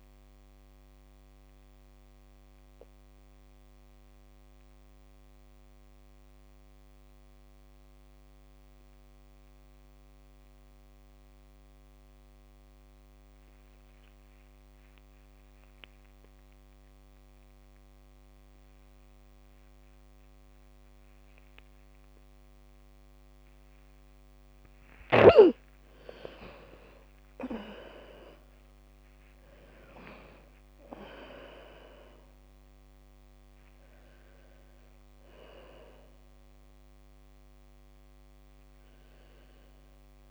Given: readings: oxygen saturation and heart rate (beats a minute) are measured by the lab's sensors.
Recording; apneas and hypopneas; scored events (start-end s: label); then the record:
breathing in sleep by a microphone on the trachea; 1
0.00-10.00 s: oxygen desaturation (device-marked, oxygen 78% lowest)
1.50-23.50 s: mixed apnea (oxygen 99% before, 78% lowest, heart rate 46 before, 39 extreme, up 1 after)
20.00-22.00 s: bradycardia (device-marked, heart rate 64 before, 63 extreme)
24.00-40.31 s: oxygen desaturation (device-marked, oxygen 100% before, 78% lowest, heart rate 70 before, 39 extreme)
25.00-31.00 s: bradycardia (device-marked, heart rate 64 before, 47 extreme)
26.50-32.50 s: arousal
From the record:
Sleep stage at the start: N2 (light sleep); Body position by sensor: on the back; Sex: female